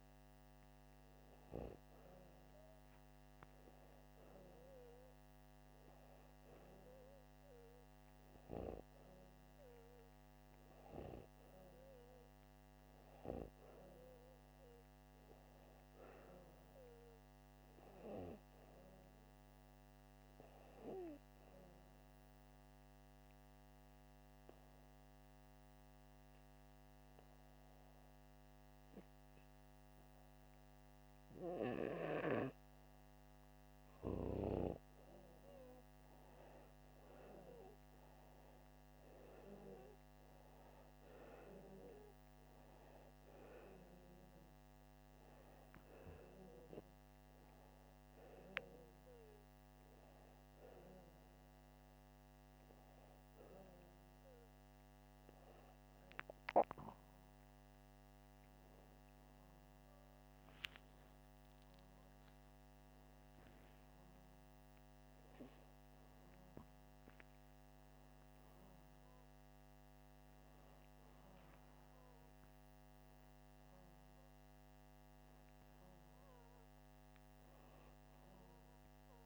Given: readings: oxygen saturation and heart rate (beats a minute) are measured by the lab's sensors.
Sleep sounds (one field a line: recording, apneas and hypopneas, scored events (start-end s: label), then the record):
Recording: breathing in sleep by a microphone on the trachea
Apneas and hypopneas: 2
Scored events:
15.00-19.00 s: arousal
22.00-33.50 s: hypopnea (oxygen 96% before, 88% lowest, heart rate 85 before, 82 extreme, up 3 after)
36.00-39.50 s: arousal
41.00-61.00 s: oxygen desaturation (device-marked, oxygen 95% before, 88% lowest, heart rate 84 before, 82 extreme)
47.00-58.50 s: hypopnea (oxygen 95% before, 88% lowest, heart rate 84 before, 82 extreme, up 6 after)
61.50-65.50 s: arousal
From the record:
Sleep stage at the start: N2 (light sleep)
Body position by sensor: upright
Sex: male